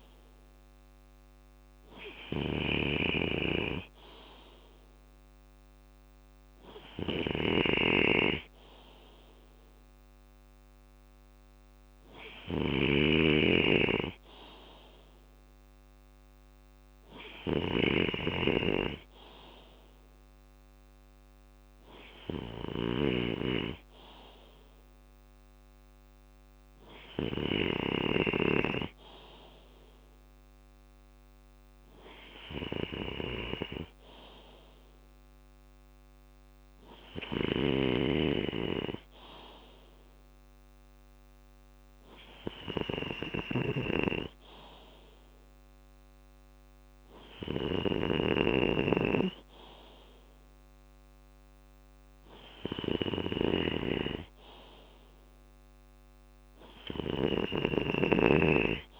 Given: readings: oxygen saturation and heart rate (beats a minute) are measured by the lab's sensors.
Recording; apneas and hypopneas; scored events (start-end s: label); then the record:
breathing in sleep by a microphone on the trachea; none
0.00-9.50 s: drop in pulse transit time (device-marked, heart rate 59 extreme)
0.00-27.00 s: snoring (device-marked)
9.00-11.00 s: long interval between heartbeats (device-marked, heart rate 72 before, 88 extreme)
13.00-15.00 s: long interval between heartbeats (device-marked, heart rate 75 before, 93 extreme)
27.50-29.50 s: long interval between heartbeats (device-marked, heart rate 76 before, 73 extreme)
33.00-35.00 s: long interval between heartbeats (device-marked, heart rate 72 before, 73 extreme)
36.00-38.00 s: long interval between heartbeats (device-marked, heart rate 70 before, 79 extreme)
37.00-58.99 s: snoring (device-marked)
51.00-53.00 s: long interval between heartbeats (device-marked, heart rate 72 before, 78 extreme)
57.50-58.99 s: long interval between heartbeats (device-marked, heart rate 73 before, 73 extreme)
From the record:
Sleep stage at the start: N2 (light sleep); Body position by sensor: on the left side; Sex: male